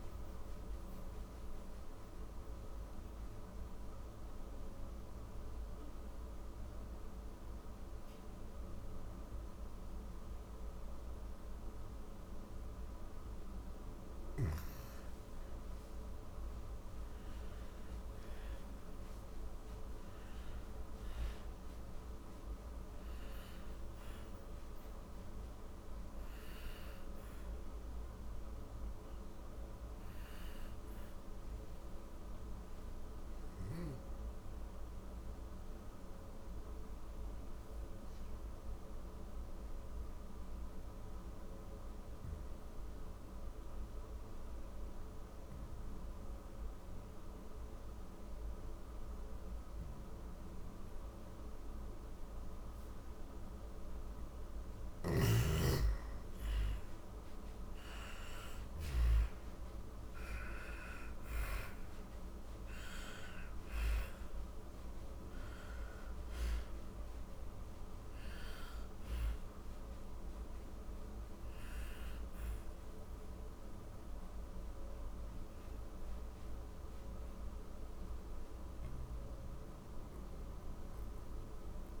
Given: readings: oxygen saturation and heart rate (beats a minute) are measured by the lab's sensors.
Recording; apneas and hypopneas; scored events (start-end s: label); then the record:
breathing in sleep, hard to hear, by a room microphone; 1
22.50-32.50 s: oxygen desaturation (device-marked, oxygen 99% before, 96% lowest, heart rate 68 before, 48 extreme)
29.50-82.00 s: new sleep stage, N2 (light sleep)
30.50-51.00 s: hypopnea (oxygen 100% before, 91% lowest, heart rate 64 before, 48 extreme, up 30 after)
47.50-77.50 s: oxygen desaturation (device-marked, oxygen 98% before, 91% lowest, heart rate 59 before, 46 extreme)
54.00-58.00 s: arousal
From the record:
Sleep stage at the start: N1 (lightest sleep); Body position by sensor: on the back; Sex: female